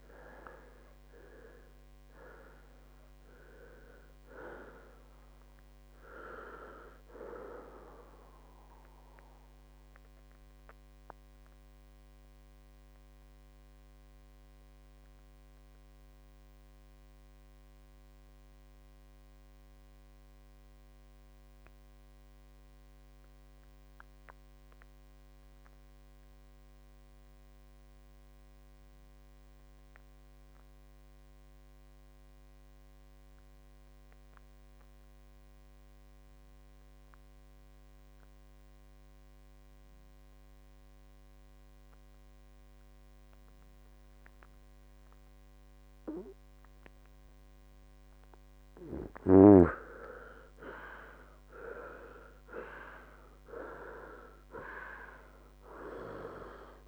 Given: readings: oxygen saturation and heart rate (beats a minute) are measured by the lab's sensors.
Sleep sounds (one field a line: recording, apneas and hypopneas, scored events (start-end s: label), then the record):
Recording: breathing in sleep by a microphone on the trachea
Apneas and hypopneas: 1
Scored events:
0.00-23.50 s: oxygen desaturation (device-marked, oxygen 85% lowest, heart rate 63 extreme)
2.00-4.00 s: long interval between heartbeats (device-marked, heart rate 71 before, 82 extreme)
10.50-49.50 s: mixed apnea (oxygen 96% before, 85% lowest, heart rate 78 before, 56 extreme, up 14 after)
42.50-56.88 s: oxygen desaturation (device-marked, oxygen 97% before, 87% lowest, heart rate 66 before, 56 extreme)
52.50-56.50 s: arousal
From the record:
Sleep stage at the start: N2 (light sleep)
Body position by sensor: on the right side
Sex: male